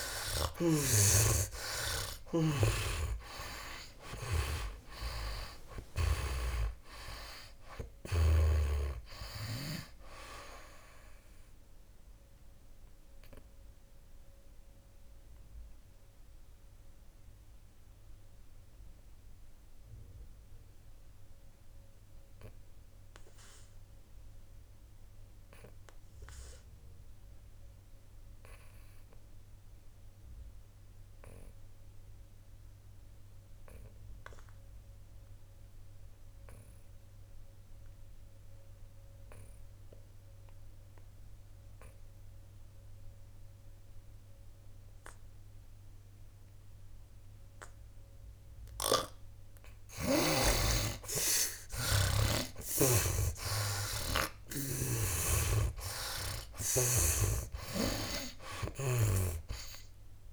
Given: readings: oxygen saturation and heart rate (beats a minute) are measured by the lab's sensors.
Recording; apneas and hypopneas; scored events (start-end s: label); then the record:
breathing in sleep by a room microphone; 1
0.00-4.00 s: arousal
0.00-34.50 s: oxygen desaturation (device-marked, oxygen 67% lowest, heart rate 58 extreme)
1.00-6.50 s: snoring (device-marked)
12.50-49.50 s: obstructive apnea (oxygen 96% before, 67% lowest, heart rate 74 before, 58 extreme, up 16 after)
44.50-50.50 s: oxygen desaturation (device-marked, oxygen 98% before, 89% lowest, heart rate 59 before, 59 extreme)
49.00-52.50 s: snoring (device-marked)
52.50-57.50 s: arousal
56.50-60.33 s: oxygen desaturation (device-marked, oxygen 91% before, 69% lowest, heart rate 63 before, 57 extreme)
From the record:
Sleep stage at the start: N2 (light sleep); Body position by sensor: on the back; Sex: male